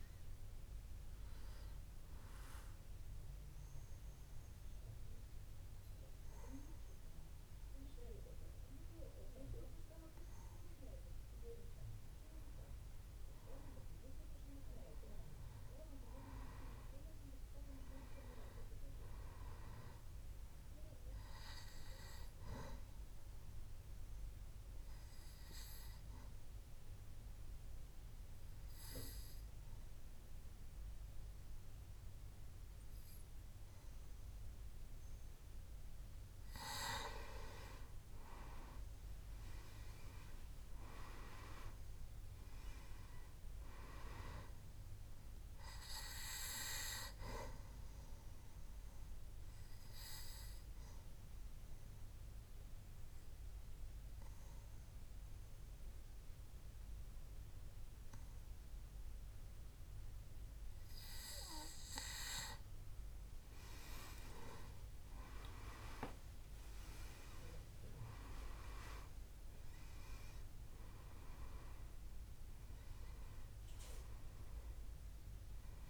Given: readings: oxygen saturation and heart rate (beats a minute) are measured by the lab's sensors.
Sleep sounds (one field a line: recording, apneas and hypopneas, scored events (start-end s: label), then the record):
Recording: breathing in sleep by a room microphone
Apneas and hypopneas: 3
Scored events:
1.50-12.50 s: obstructive apnea (oxygen 99% before, 93% lowest, heart rate 72 before, 64 extreme, up 6 after)
14.00-18.00 s: arousal
16.50-34.50 s: oxygen desaturation (device-marked, oxygen 98% before, 95% lowest, heart rate 67 before, 65 extreme)
22.00-36.50 s: obstructive apnea (oxygen 99% before, 92% lowest, heart rate 67 before, 65 extreme, up 5 after)
39.00-42.50 s: arousal
46.50-63.50 s: oxygen desaturation (device-marked, oxygen 97% before, 93% lowest, heart rate 68 before, 65 extreme)
48.50-63.00 s: obstructive apnea (oxygen 97% before, 92% lowest, heart rate 68 before, 66 extreme, up 8 after)
65.00-68.50 s: arousal
71.50-75.90 s: oxygen desaturation (device-marked, oxygen 97% before, 92% lowest, heart rate 68 before, 64 extreme)
From the record:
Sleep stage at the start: N2 (light sleep)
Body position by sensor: on the back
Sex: male